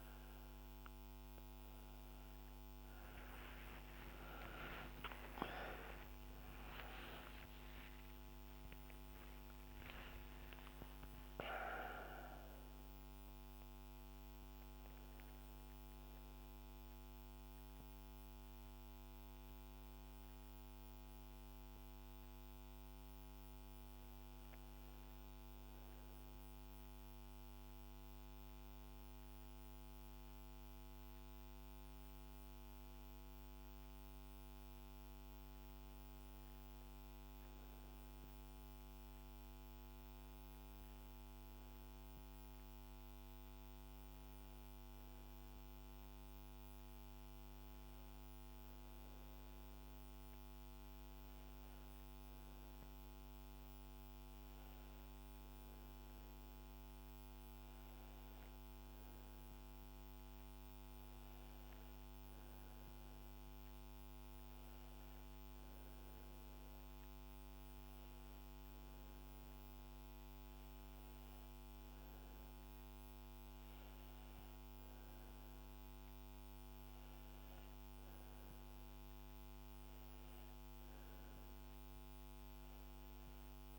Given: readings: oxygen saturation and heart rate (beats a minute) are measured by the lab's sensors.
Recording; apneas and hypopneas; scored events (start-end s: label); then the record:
breathing in sleep, hard to hear, by a microphone on the trachea; none
4.50-10.50 s: arousal
From the record:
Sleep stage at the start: N1 (lightest sleep); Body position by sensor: on the back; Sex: female